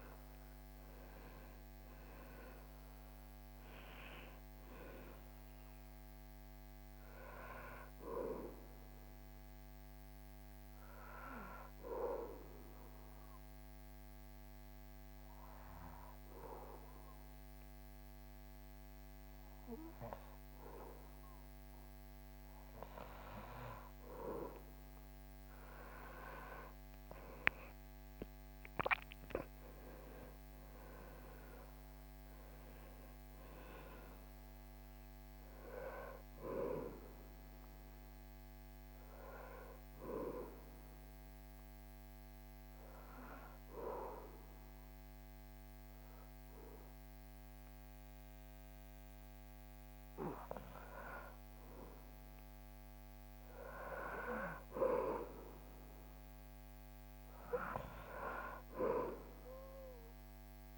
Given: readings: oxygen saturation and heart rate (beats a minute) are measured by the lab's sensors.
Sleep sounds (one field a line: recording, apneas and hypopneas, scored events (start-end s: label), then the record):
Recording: breathing in sleep by a microphone on the trachea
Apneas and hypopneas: 2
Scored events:
9.00-23.50 s: obstructive apnea (oxygen 97% before, 95% lowest, heart rate 66 before, 60 extreme, up 11 after)
25.00-29.00 s: arousal
40.50-51.50 s: obstructive apnea (oxygen 98% before, 95% lowest, heart rate 69 before, 61 extreme, up 7 after)
54.50-58.50 s: arousal
From the record:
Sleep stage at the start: N2 (light sleep)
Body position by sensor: on the back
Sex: male